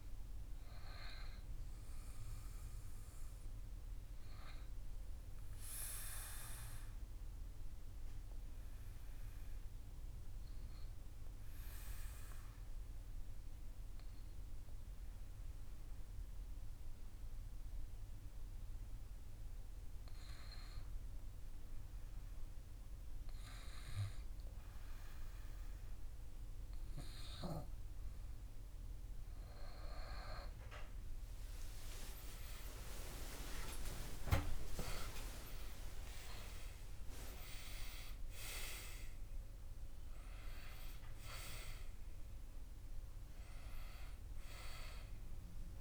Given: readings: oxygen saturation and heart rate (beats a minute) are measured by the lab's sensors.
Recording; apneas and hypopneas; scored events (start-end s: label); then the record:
breathing in sleep by a room microphone; 1
5.00-28.00 s: obstructive apnea (oxygen 98% before, 94% lowest)
31.00-36.00 s: arousal
From the record:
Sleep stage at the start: N2 (light sleep); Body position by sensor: on the back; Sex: male